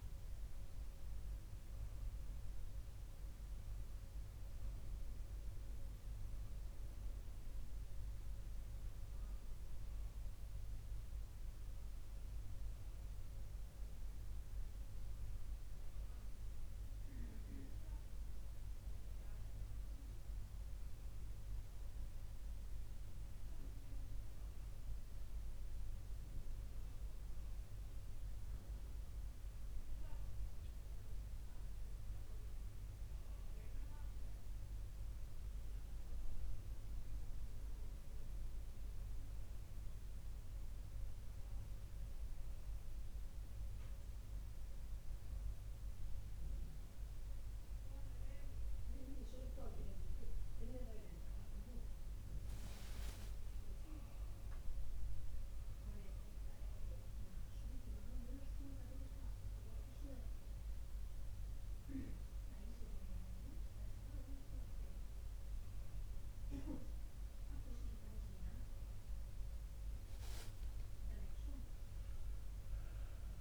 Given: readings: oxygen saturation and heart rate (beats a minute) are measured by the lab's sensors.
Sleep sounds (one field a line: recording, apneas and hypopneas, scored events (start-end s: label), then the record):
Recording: breathing in sleep by a room microphone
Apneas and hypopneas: none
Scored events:
51.50-55.00 s: arousal
From the record:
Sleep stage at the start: N2 (light sleep)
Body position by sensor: on the back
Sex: male